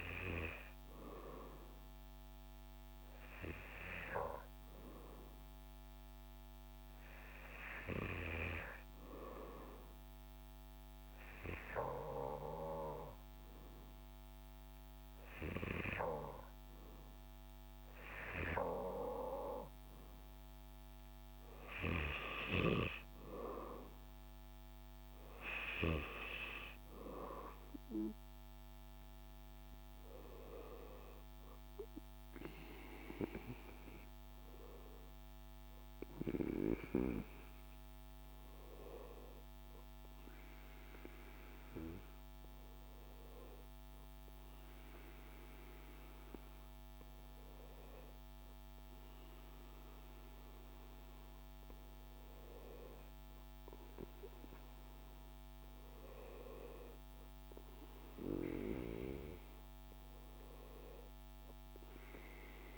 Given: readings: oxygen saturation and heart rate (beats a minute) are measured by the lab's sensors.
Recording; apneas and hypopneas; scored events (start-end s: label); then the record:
breathing in sleep by a microphone on the trachea; none
none scored
From the record:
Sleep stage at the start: N2 (light sleep); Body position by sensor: on the back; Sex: male